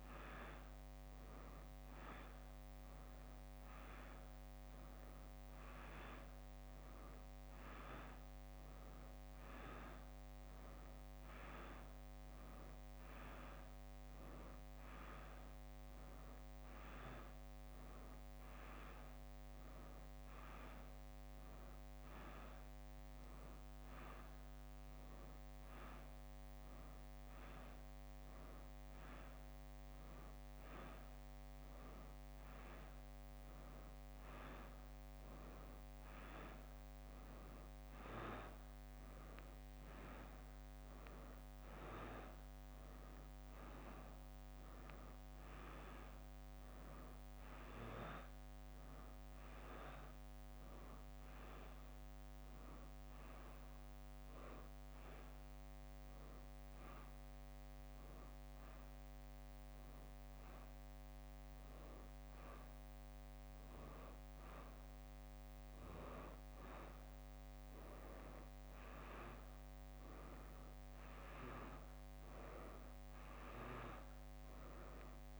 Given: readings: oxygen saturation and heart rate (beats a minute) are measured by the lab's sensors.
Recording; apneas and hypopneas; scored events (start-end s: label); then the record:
a person awake in a sleep study, by a microphone on the trachea; 1
37.50-44.50 s: leg movement (device-marked)
45.00-75.40 s: new sleep stage, N1 (lightest sleep)
48.50-57.00 s: leg movement (device-marked)
54.50-64.50 s: hypopnea (oxygen 93% before, 90% lowest, heart rate 64 before, 59 extreme, up 8 after)
55.00-71.00 s: drop in pulse transit time (device-marked, heart rate 64 before, 61 extreme)
61.50-68.00 s: leg movement (device-marked)
68.50-72.50 s: arousal
72.00-75.40 s: leg movement (device-marked)
From the record:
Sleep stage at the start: awake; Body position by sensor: on the back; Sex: female